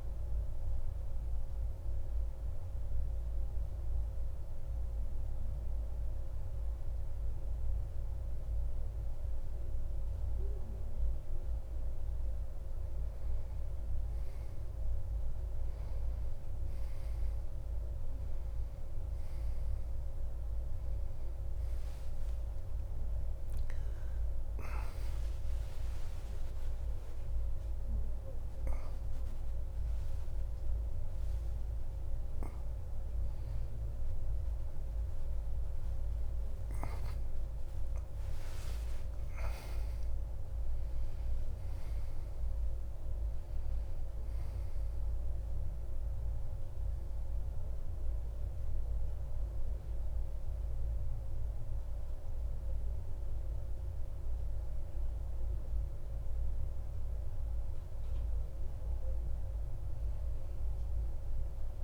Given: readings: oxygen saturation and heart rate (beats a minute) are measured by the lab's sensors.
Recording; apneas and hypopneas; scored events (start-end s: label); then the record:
a person partly awake in a sleep study, hard to hear, by a room microphone; 1
2.50-14.00 s: obstructive apnea (oxygen 94% before, 92% lowest)
24.00-54.00 s: new sleep stage, awake
54.00-61.84 s: new sleep stage, N1 (lightest sleep)
From the record:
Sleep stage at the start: N2 (light sleep); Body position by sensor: on the back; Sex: male